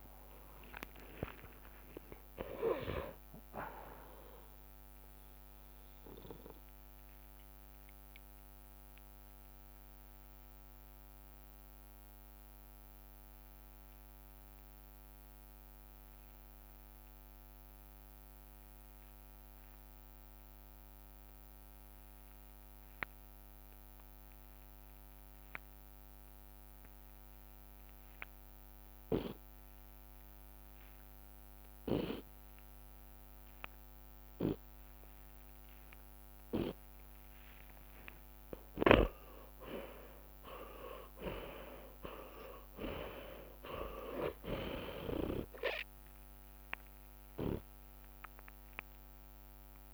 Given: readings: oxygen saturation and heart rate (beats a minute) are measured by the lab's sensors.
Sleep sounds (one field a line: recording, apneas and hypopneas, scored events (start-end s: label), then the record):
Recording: breathing in sleep by a microphone on the trachea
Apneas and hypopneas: 1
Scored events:
0.00-14.00 s: drop in pulse transit time (device-marked)
1.50-3.50 s: long interval between heartbeats (device-marked)
3.00-5.00 s: tachycardia (device-marked, heart rate 42 before, 35 extreme)
4.00-6.00 s: long interval between heartbeats (device-marked)
5.00-37.00 s: mixed apnea (oxygen 98% before, 82% lowest)
7.00-9.00 s: long interval between heartbeats (device-marked)
20.00-29.00 s: oxygen desaturation (device-marked, oxygen 95% before, 86% lowest, heart rate 61 before, 56 extreme)
37.00-49.00 s: drop in pulse transit time (device-marked, heart rate 59 before, 59 extreme)
39.50-43.00 s: arousal
From the record:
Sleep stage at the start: N2 (light sleep)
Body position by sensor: on the left side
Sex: male